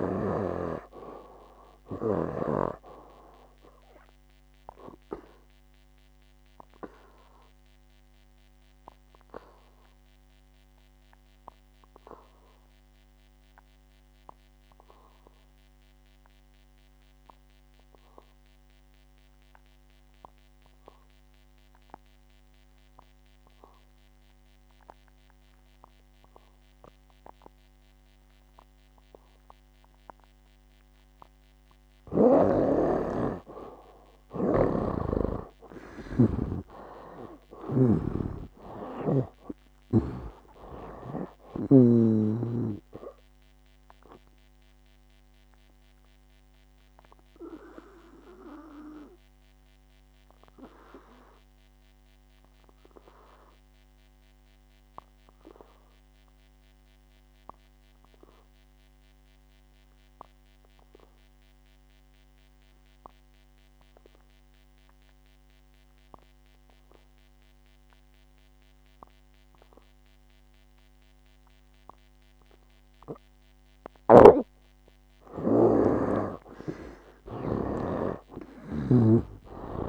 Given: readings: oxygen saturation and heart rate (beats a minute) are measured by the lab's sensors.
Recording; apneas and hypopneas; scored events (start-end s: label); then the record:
breathing in sleep by a microphone on the trachea; 2
0.00-27.50 s: oxygen desaturation (device-marked, oxygen 79% lowest, heart rate 62 extreme)
4.00-32.50 s: obstructive apnea (oxygen 98% before, 73% lowest, heart rate 65 before, 62 extreme, up 14 after)
33.50-67.50 s: oxygen desaturation (device-marked, oxygen 96% before, 73% lowest, heart rate 64 before, 59 extreme)
35.00-42.50 s: snoring (device-marked)
35.50-40.00 s: arousal
46.00-74.00 s: obstructive apnea (oxygen 96% before, 73% lowest, heart rate 70 before, 59 extreme, up 13 after)
74.00-79.89 s: snoring (device-marked)
77.50-79.89 s: arousal
From the record:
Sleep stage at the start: N2 (light sleep); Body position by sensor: on the back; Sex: male